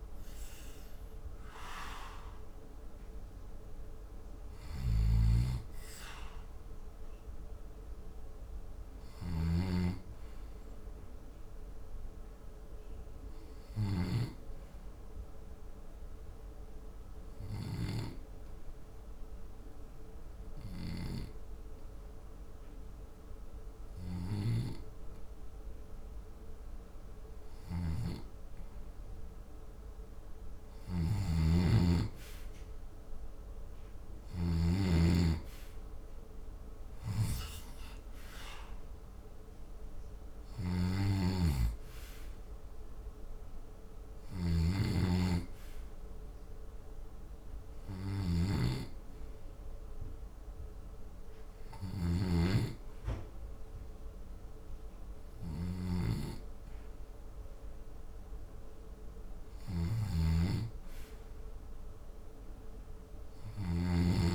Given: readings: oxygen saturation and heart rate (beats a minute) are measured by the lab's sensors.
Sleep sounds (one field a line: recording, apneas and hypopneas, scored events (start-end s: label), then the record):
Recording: breathing in sleep by a room microphone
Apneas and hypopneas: 1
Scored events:
0.00-6.50 s: oxygen desaturation (device-marked, oxygen 78% lowest, heart rate 63 extreme)
5.00-14.00 s: snoring (device-marked)
15.00-28.50 s: obstructive apnea (oxygen 87% before, 83% lowest, heart rate 82 before, 63 extreme, up 6 after)
26.50-61.50 s: oxygen desaturation (device-marked, oxygen 99% before, 83% lowest, heart rate 77 before, 65 extreme)
30.50-34.50 s: snoring (device-marked)
32.50-37.00 s: arousal
40.50-64.00 s: snoring (device-marked)
From the record:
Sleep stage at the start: N2 (light sleep)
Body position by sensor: on the left side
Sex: male